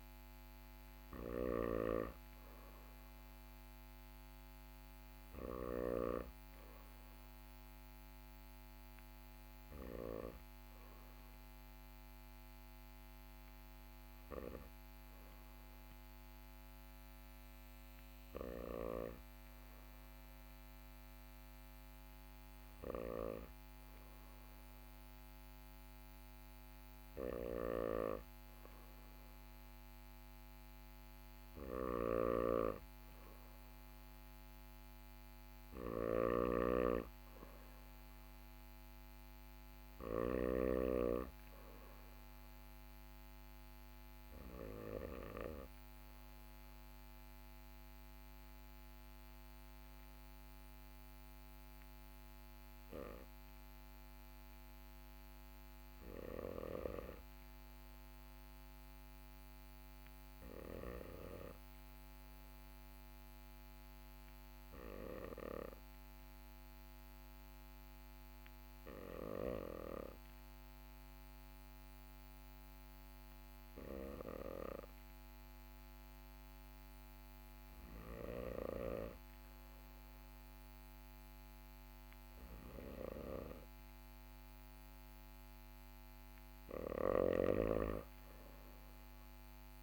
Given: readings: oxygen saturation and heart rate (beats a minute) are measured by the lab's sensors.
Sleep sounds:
breathing in sleep by a microphone on the trachea; 1
0.00-5.00 s: snoring (device-marked)
17.50-39.50 s: snoring (device-marked)
47.00-81.50 s: hypopnea (oxygen 96% before, 88% lowest, heart rate 41 before, 39 extreme, up 2 after)
53.50-89.83 s: new sleep stage, REM sleep
77.00-89.83 s: snoring (device-marked)
From the record:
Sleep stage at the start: N2 (light sleep); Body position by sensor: on the back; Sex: male

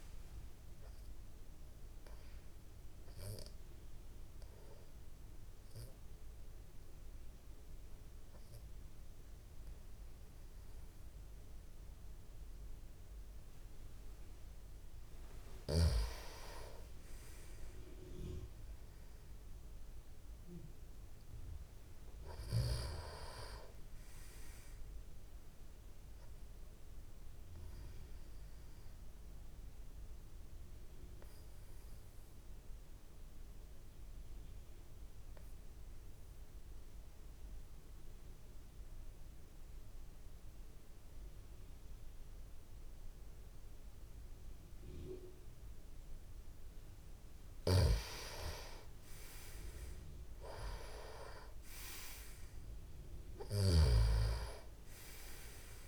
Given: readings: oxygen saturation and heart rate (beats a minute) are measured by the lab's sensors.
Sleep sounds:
breathing in sleep by a room microphone; 2
0.00-20.50 s: oxygen desaturation (device-marked, oxygen 93% lowest, heart rate 51 extreme)
3.50-14.50 s: obstructive apnea (oxygen 98% before, 89% lowest, heart rate 59 before, 51 extreme, up 9 after)
16.50-19.50 s: arousal
27.50-47.00 s: obstructive apnea (oxygen 97% before, 89% lowest, heart rate 56 before, 51 extreme)
46.50-55.87 s: tachycardia (device-marked, heart rate 67 before, 165 extreme)
47.50-54.00 s: snoring (device-marked)
48.50-52.50 s: arousal
51.50-55.87 s: oxygen desaturation (device-marked, oxygen 96% before, 89% lowest, heart rate 61 before, 53 extreme)
From the record:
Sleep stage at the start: N2 (light sleep); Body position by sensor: on the back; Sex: male

